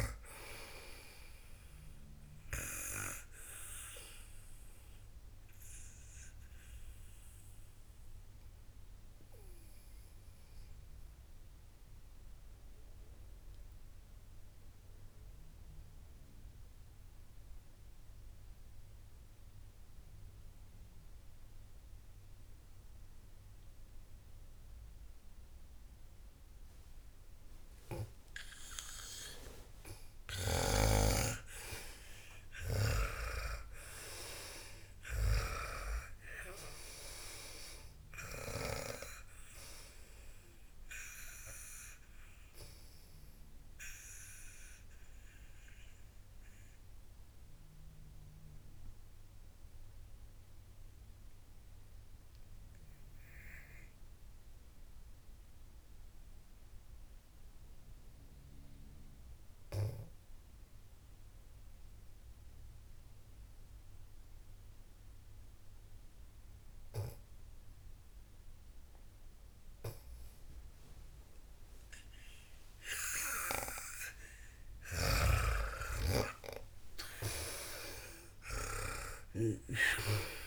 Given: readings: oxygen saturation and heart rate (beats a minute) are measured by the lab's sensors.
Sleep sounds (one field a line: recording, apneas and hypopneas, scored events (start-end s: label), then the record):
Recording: breathing in sleep by a room microphone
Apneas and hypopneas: 2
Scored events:
0.00-16.00 s: oxygen desaturation (device-marked, oxygen 92% lowest, heart rate 55 extreme)
5.50-30.00 s: obstructive apnea (oxygen 99% before, 92% lowest, heart rate 73 before, 55 extreme)
31.00-36.00 s: arousal
33.00-58.00 s: oxygen desaturation (device-marked, oxygen 98% before, 93% lowest, heart rate 73 before, 55 extreme)
42.50-72.00 s: obstructive apnea (oxygen 99% before, 89% lowest, heart rate 92 before, 55 extreme)
74.50-78.50 s: arousal
75.50-80.47 s: snoring (device-marked)
77.00-80.47 s: oxygen desaturation (device-marked, oxygen 96% before, 89% lowest, heart rate 64 before, 55 extreme)
From the record:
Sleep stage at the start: N2 (light sleep)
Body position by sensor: on the back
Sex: female